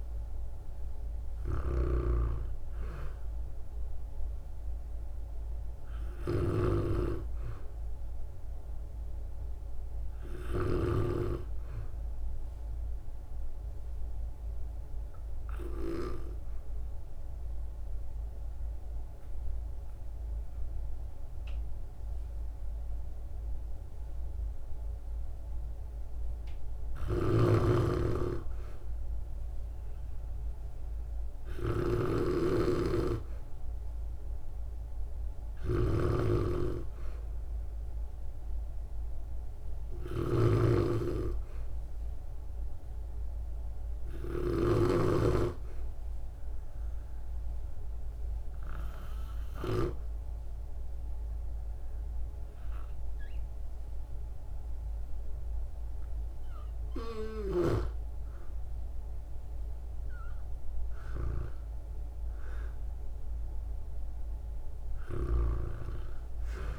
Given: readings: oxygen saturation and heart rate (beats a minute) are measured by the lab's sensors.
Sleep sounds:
breathing in sleep by a room microphone; 2
0.00-11.00 s: snoring (device-marked)
0.00-18.50 s: oxygen desaturation (device-marked, oxygen 93% lowest, heart rate 55 extreme)
16.00-27.50 s: obstructive apnea (oxygen 96% before, 92% lowest, heart rate 63 before, 58 extreme, up 2 after)
27.00-45.00 s: snoring (device-marked)
29.00-33.50 s: arousal
31.50-48.50 s: oxygen desaturation (device-marked, oxygen 98% before, 92% lowest, heart rate 60 before, 57 extreme)
45.50-55.50 s: obstructive apnea (oxygen 98% before, 93% lowest, heart rate 60 before, 56 extreme, up 21 after)
56.50-60.00 s: arousal
From the record:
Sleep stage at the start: N2 (light sleep); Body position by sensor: on the back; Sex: female

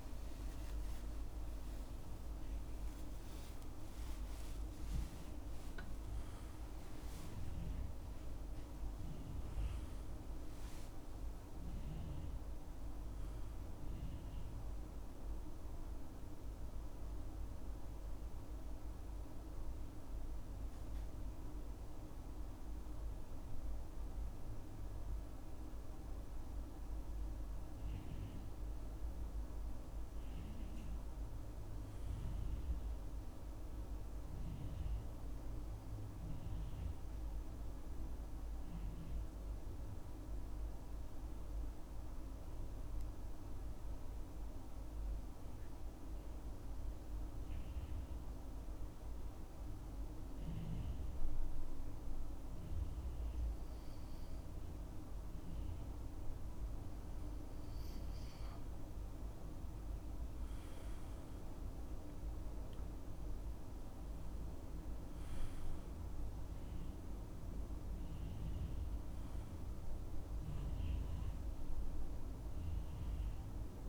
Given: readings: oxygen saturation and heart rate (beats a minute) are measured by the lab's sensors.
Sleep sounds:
breathing in sleep, hard to hear, by a room microphone; 2
0.00-3.00 s: arousal
1.50-3.50 s: long interval between heartbeats (device-marked, heart rate 69 before, 86 extreme)
14.00-29.00 s: mixed apnea (oxygen 98% before, 92% lowest, heart rate 80 before, 65 extreme, up 5 after)
30.50-33.50 s: arousal
38.00-56.00 s: obstructive apnea (oxygen 99% before, 92% lowest, heart rate 70 before, 65 extreme, up 11 after)
38.50-50.50 s: oxygen desaturation (device-marked, oxygen 99% before, 94% lowest, heart rate 70 before, 65 extreme)
58.50-73.88 s: oxygen desaturation (device-marked, oxygen 96% before, 92% lowest, heart rate 67 before, 63 extreme)
59.50-63.50 s: arousal
From the record:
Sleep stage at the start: N2 (light sleep); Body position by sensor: on the back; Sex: male

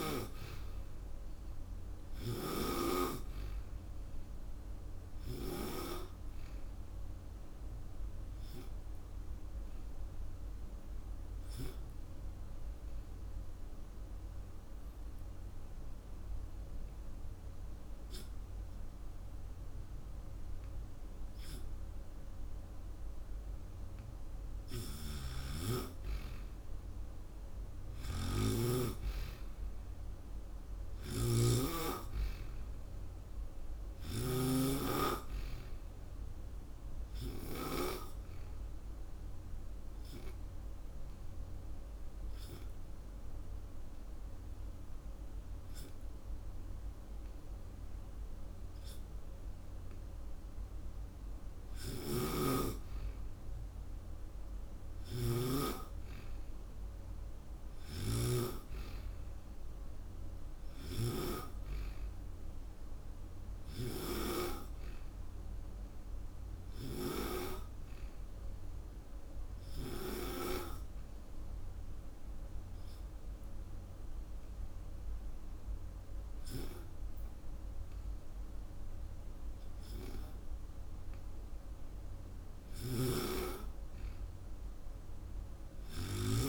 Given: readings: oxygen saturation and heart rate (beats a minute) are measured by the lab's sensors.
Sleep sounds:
breathing in sleep by a room microphone; 3
0.00-5.50 s: snoring (device-marked)
8.00-24.00 s: obstructive apnea (oxygen 96% before, 90% lowest)
15.50-25.50 s: oxygen desaturation (device-marked, oxygen 96% before, 90% lowest)
24.50-37.50 s: snoring (device-marked)
25.50-30.00 s: arousal
36.50-50.50 s: obstructive apnea (oxygen 96% before, 91% lowest)
39.50-57.50 s: oxygen desaturation (device-marked, oxygen 96% before, 91% lowest)
51.50-67.00 s: snoring (device-marked)
55.00-60.00 s: arousal
68.00-81.50 s: obstructive apnea (oxygen 96% before, 92% lowest)
82.50-86.49 s: snoring (device-marked)
85.00-86.49 s: arousal
From the record:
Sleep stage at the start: N2 (light sleep); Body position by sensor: on the back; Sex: female

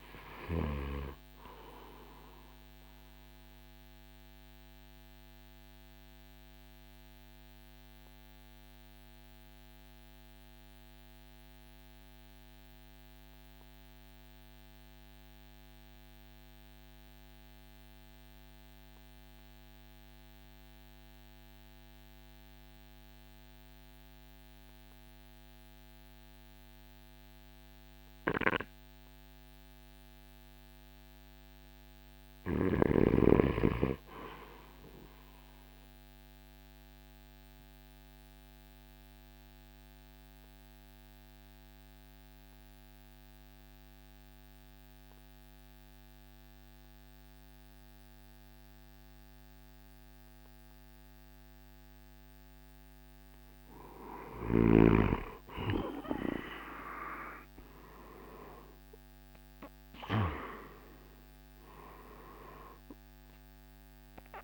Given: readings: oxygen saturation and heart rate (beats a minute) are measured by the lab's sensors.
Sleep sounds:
breathing in sleep by a microphone on the trachea; 2
0.00-10.50 s: oxygen desaturation (device-marked, oxygen 83% lowest, heart rate 52 extreme)
1.50-29.50 s: obstructive apnea (oxygen 94% before, 82% lowest, heart rate 58 before, 52 extreme, up 4 after)
25.50-64.44 s: oxygen desaturation (device-marked, oxygen 98% before, 82% lowest, heart rate 54 before, 54 extreme)
31.50-35.00 s: arousal
38.00-53.00 s: obstructive apnea (oxygen 99% before, 82% lowest, heart rate 54 before, 54 extreme, up 15 after)
55.50-60.00 s: arousal
59.50-64.44 s: drop in pulse transit time (device-marked, heart rate 56 before, 57 extreme)
From the record:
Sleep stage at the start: N2 (light sleep); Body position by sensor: on the right side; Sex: male

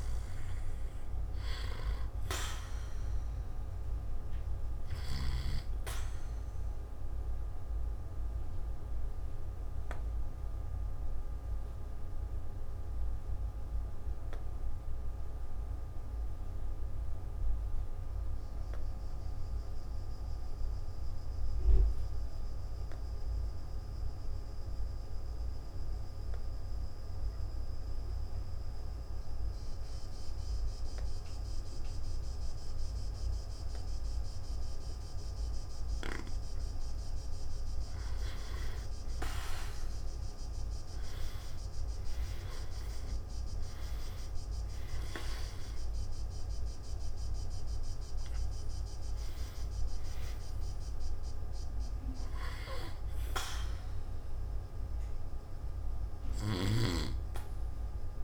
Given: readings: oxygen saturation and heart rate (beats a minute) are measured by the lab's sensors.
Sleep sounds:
breathing in sleep by a room microphone; 1
0.00-10.00 s: oxygen desaturation (device-marked, oxygen 97% before, 91% lowest, heart rate 52 before, 52 extreme)
8.50-37.00 s: obstructive apnea (oxygen 98% before, 89% lowest, heart rate 53 before, 50 extreme, up 2 after)
19.00-32.00 s: oxygen desaturation (device-marked, oxygen 97% before, 92% lowest, heart rate 55 before, 50 extreme)
40.00-43.50 s: arousal
From the record:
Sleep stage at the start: N2 (light sleep); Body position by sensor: on the back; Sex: male

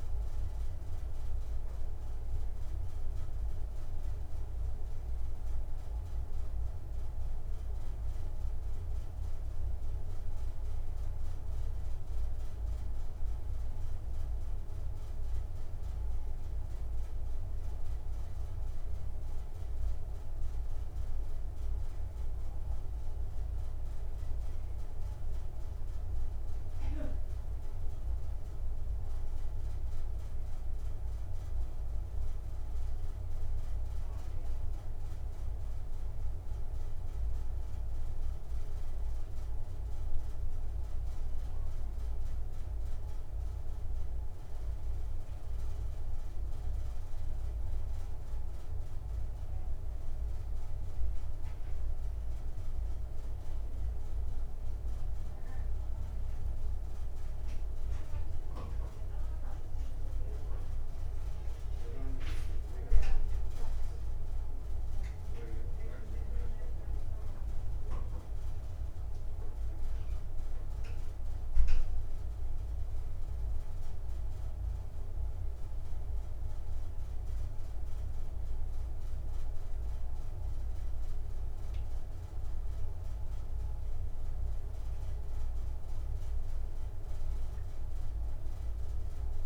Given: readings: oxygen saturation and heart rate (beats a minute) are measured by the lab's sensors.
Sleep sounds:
breathing in sleep, hard to hear, by a room microphone; none
none scored
From the record:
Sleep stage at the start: N1 (lightest sleep); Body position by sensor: on the back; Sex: male

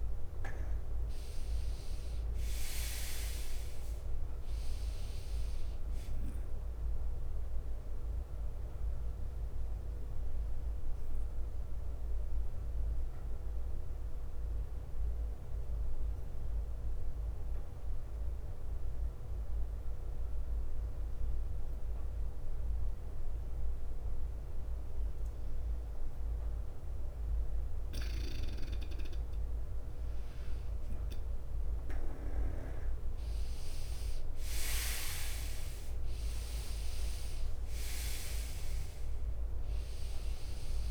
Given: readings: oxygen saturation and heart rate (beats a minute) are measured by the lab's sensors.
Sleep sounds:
breathing in sleep by a room microphone; 1
0.00-12.50 s: drop in pulse transit time (device-marked, heart rate 56 extreme)
0.00-27.50 s: oxygen desaturation (device-marked, oxygen 93% lowest, heart rate 53 extreme)
1.50-5.00 s: leg movement (device-marked)
7.50-23.50 s: bradycardia (device-marked, heart rate 63 before, 53 extreme)
9.50-27.00 s: obstructive apnea (oxygen 98% before, 93% lowest, heart rate 59 before, 54 extreme, up 9 after)
24.50-27.50 s: bradycardia (device-marked, heart rate 62 before, 58 extreme)
30.00-33.50 s: arousal
33.50-38.00 s: leg movement (device-marked)
35.50-40.91 s: drop in pulse transit time (device-marked, heart rate 58 before, 60 extreme)
From the record:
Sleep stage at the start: N2 (light sleep); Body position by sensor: on the right side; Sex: male

